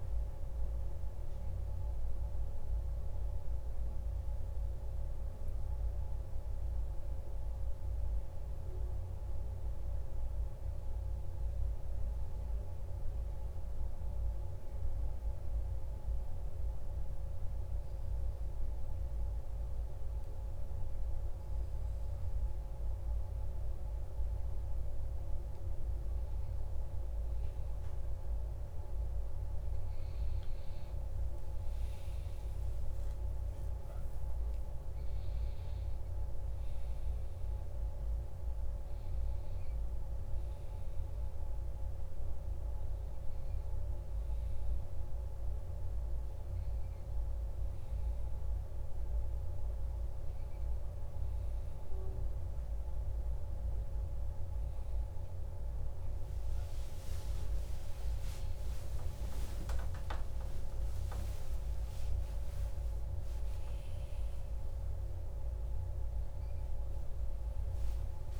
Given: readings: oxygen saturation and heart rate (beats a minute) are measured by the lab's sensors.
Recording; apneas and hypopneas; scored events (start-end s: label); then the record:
a person partly awake in a sleep study, hard to hear, by a room microphone; none
0.00-4.00 s: oxygen desaturation (device-marked, oxygen 95% lowest, heart rate 48 extreme)
50.00-68.40 s: new sleep stage, awake
From the record:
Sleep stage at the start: N1 (lightest sleep); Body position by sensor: on the back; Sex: male